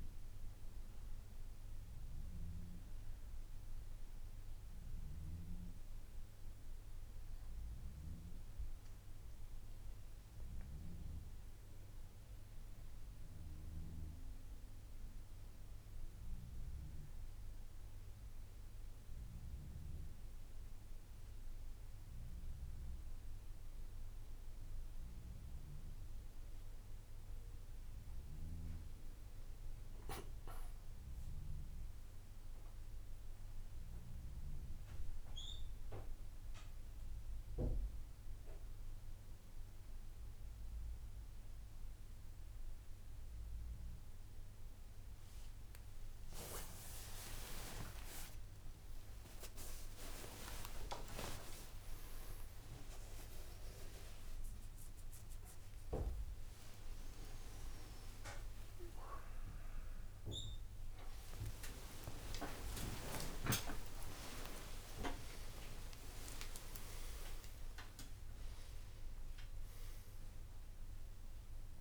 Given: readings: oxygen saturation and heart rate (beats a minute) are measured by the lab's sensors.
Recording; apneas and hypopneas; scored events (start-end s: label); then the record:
breathing in sleep by a room microphone; none
0.00-8.00 s: oxygen desaturation (device-marked, oxygen 92% lowest, heart rate 62 extreme)
50.00-52.00 s: long interval between heartbeats (device-marked, heart rate 66 before, 79 extreme)
56.00-58.00 s: long interval between heartbeats (device-marked, heart rate 70 before, 85 extreme)
60.00-68.00 s: tachycardia (device-marked, heart rate 62 before, 136 extreme)
61.50-63.50 s: long interval between heartbeats (device-marked, heart rate 76 before, 85 extreme)
63.50-65.50 s: long interval between heartbeats (device-marked, heart rate 78 before, 101 extreme)
66.50-68.50 s: long interval between heartbeats (device-marked, heart rate 85 before, 131 extreme)
From the record:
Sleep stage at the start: N2 (light sleep); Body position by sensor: on the back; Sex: male